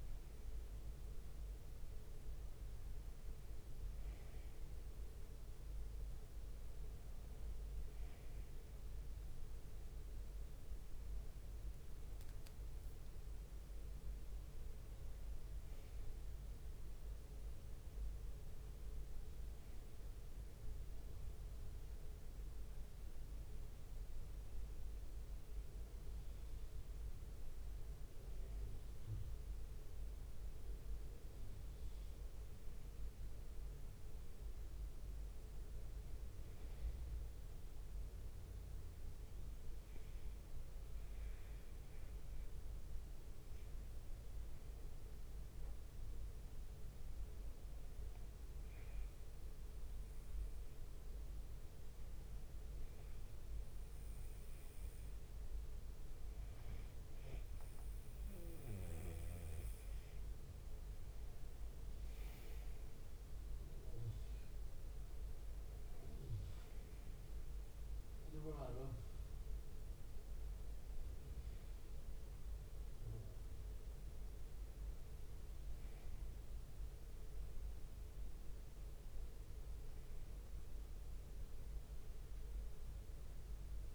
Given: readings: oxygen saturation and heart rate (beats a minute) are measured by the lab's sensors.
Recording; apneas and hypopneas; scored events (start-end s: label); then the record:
breathing in sleep, hard to hear, by a room microphone; 1
0.00-1.00 s: long interval between heartbeats (device-marked)
0.00-3.50 s: drop in pulse transit time (device-marked)
0.00-83.95 s: bradycardia (device-marked)
6.50-8.50 s: long interval between heartbeats (device-marked)
13.00-15.00 s: long interval between heartbeats (device-marked)
35.00-36.50 s: leg movement (device-marked)
35.00-37.00 s: long interval between heartbeats (device-marked)
39.00-43.00 s: arousal
43.00-45.00 s: long interval between heartbeats (device-marked)
45.50-58.00 s: hypopnea (oxygen 95% before, 93% lowest)
54.50-57.50 s: leg movement (device-marked)
55.50-57.50 s: long interval between heartbeats (device-marked)
60.50-65.00 s: arousal
61.00-70.00 s: leg movement (device-marked)
64.50-73.50 s: drop in pulse transit time (device-marked)
70.50-72.50 s: long interval between heartbeats (device-marked)
78.00-82.00 s: arousal
80.50-82.50 s: long interval between heartbeats (device-marked)
From the record:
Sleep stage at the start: N1 (lightest sleep); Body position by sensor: on the right side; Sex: male